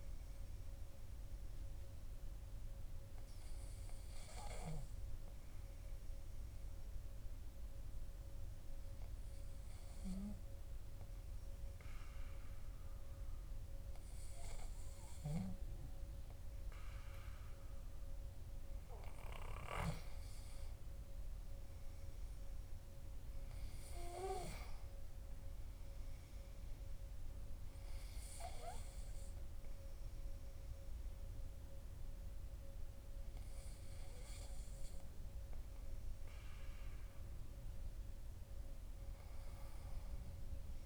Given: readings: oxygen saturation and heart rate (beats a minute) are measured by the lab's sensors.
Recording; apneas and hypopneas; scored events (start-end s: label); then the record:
breathing in sleep by a room microphone; 1
2.50-17.50 s: obstructive apnea (oxygen 97% before, 94% lowest, heart rate 53 before, 43 extreme, up 8 after)
20.00-24.00 s: arousal
From the record:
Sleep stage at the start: N2 (light sleep); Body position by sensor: on the back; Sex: male